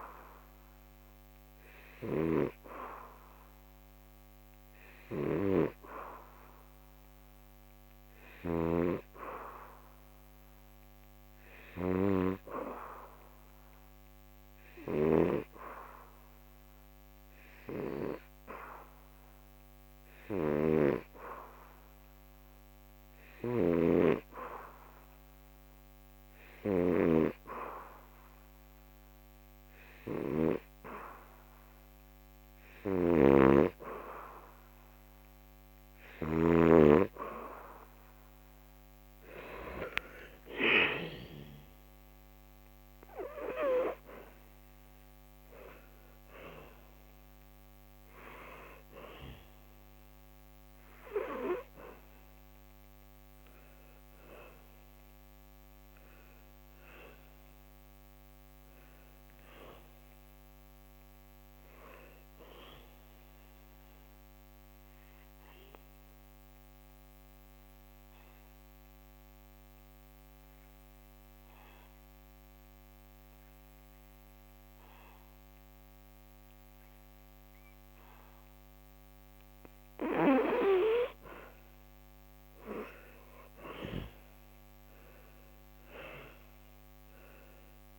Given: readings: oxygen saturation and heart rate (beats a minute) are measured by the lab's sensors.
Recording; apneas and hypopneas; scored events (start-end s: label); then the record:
breathing in sleep by a microphone on the trachea; 2
11.50-15.00 s: arousal
18.00-34.00 s: hypopnea (oxygen 94% before, 87% lowest, heart rate 76 before, 72 extreme, up 3 after)
33.00-50.00 s: oxygen desaturation (device-marked, oxygen 93% before, 90% lowest, heart rate 74 before, 73 extreme)
38.50-41.50 s: arousal
63.50-80.00 s: obstructive apnea (oxygen 93% before, 85% lowest, heart rate 84 before, 71 extreme, up 7 after)
82.50-87.00 s: arousal
83.00-87.99 s: oxygen desaturation (device-marked, oxygen 98% before, 86% lowest, heart rate 77 before, 69 extreme)
From the record:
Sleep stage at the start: N2 (light sleep); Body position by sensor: on the back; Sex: male